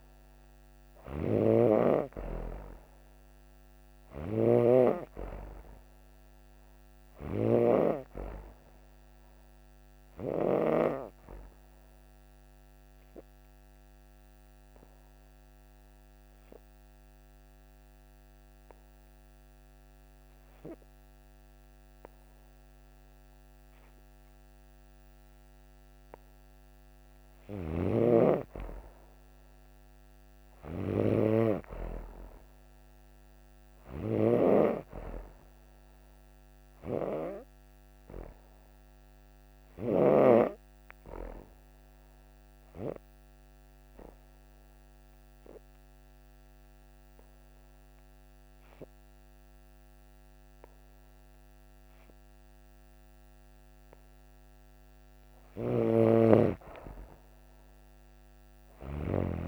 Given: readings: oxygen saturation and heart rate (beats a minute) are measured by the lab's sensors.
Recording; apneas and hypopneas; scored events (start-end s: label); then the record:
breathing in sleep by a microphone on the trachea; 2
0.50-10.50 s: snoring (device-marked)
7.00-25.00 s: oxygen desaturation (device-marked, oxygen 95% before, 92% lowest)
11.50-27.50 s: obstructive apnea (oxygen 95% before, 92% lowest)
27.00-40.00 s: snoring (device-marked)
30.50-33.50 s: arousal
41.00-55.00 s: obstructive apnea (oxygen 97% before, 92% lowest)
46.00-56.00 s: oxygen desaturation (device-marked, oxygen 97% before, 92% lowest)
55.00-59.48 s: snoring (device-marked)
From the record:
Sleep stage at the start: N2 (light sleep); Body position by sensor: on the back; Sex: female